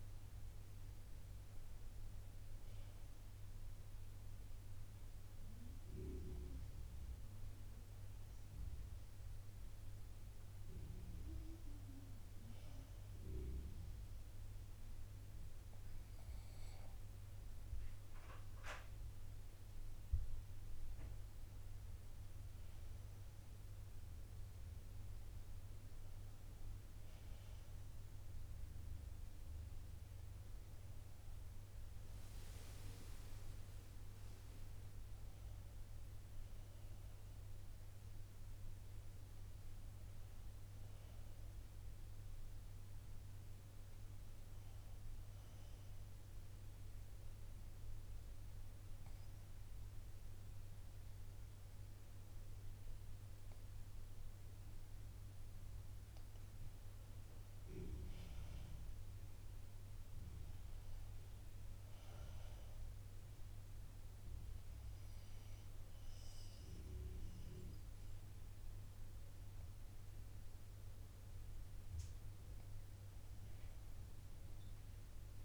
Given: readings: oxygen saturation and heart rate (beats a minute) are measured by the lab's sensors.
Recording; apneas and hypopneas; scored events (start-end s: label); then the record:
breathing in sleep, hard to hear, by a room microphone; 1
33.50-38.00 s: arousal
45.50-57.00 s: obstructive apnea (oxygen 93% before, 87% lowest, heart rate 64 before, 59 extreme, up 2 after)
59.50-64.50 s: arousal
69.00-75.45 s: oxygen desaturation (device-marked, oxygen 94% before, 87% lowest, heart rate 61 before, 59 extreme)
From the record:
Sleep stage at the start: N2 (light sleep); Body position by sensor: on the back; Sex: female